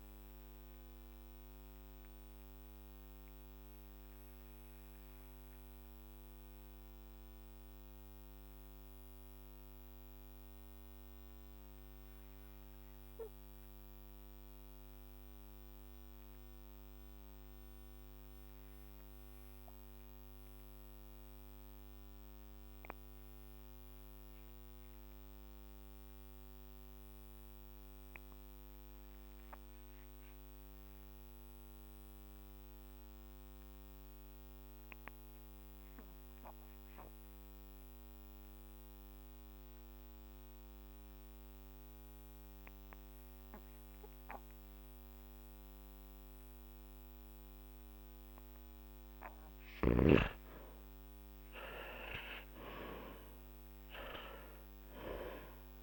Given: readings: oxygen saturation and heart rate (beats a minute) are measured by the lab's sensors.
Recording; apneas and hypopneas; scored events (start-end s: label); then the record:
breathing in sleep by a microphone on the trachea; 1
0.00-1.00 s: oxygen desaturation (device-marked, oxygen 89% lowest, heart rate 44 extreme)
1.00-47.50 s: obstructive apnea (oxygen 98% before, 86% lowest, heart rate 53 before, 44 extreme, up 10 after)
24.00-35.00 s: oxygen desaturation (device-marked, oxygen 97% before, 92% lowest, heart rate 46 before, 45 extreme)
50.00-55.00 s: arousal
From the record:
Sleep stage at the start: N2 (light sleep); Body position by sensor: on the back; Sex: male